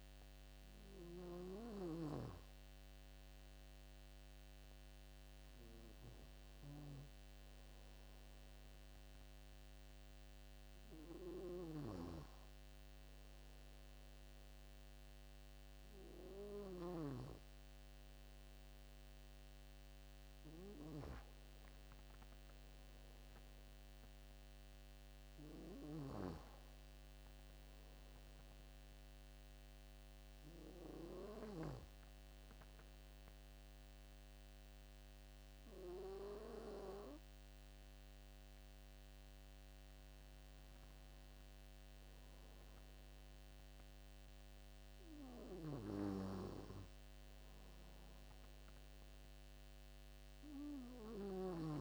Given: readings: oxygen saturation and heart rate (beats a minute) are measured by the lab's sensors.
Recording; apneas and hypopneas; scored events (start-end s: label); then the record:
breathing in sleep by a microphone on the trachea; none
none scored
From the record:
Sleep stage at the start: N2 (light sleep); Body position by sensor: on the back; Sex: male